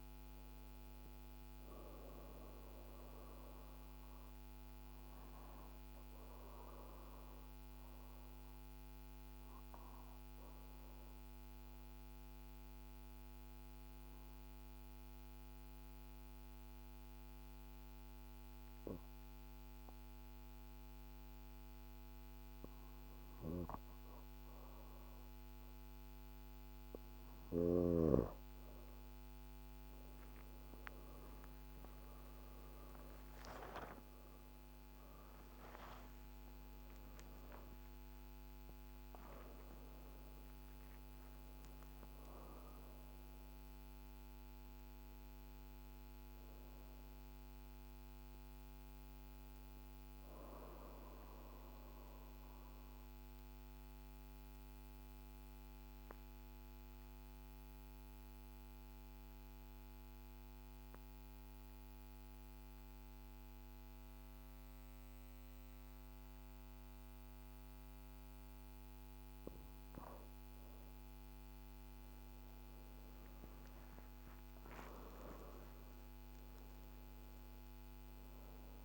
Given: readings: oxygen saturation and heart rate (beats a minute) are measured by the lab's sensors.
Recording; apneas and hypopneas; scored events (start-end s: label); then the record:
breathing in sleep, hard to hear, by a microphone on the trachea; 2
0.00-11.00 s: oxygen desaturation (device-marked, oxygen 90% lowest, heart rate 48 extreme)
4.00-27.00 s: obstructive apnea (oxygen 98% before, 84% lowest, heart rate 67 before, 48 extreme, up 4 after)
26.00-54.00 s: oxygen desaturation (device-marked, oxygen 98% before, 84% lowest, heart rate 50 before, 48 extreme)
29.50-34.00 s: arousal
50.50-70.50 s: mixed apnea (oxygen 98% before, 86% lowest, heart rate 55 before, 49 extreme, up 14 after)
71.00-78.85 s: oxygen desaturation (device-marked, oxygen 98% before, 86% lowest, heart rate 50 before, 50 extreme)
72.50-77.00 s: arousal
From the record:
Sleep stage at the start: N2 (light sleep); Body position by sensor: on the back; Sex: female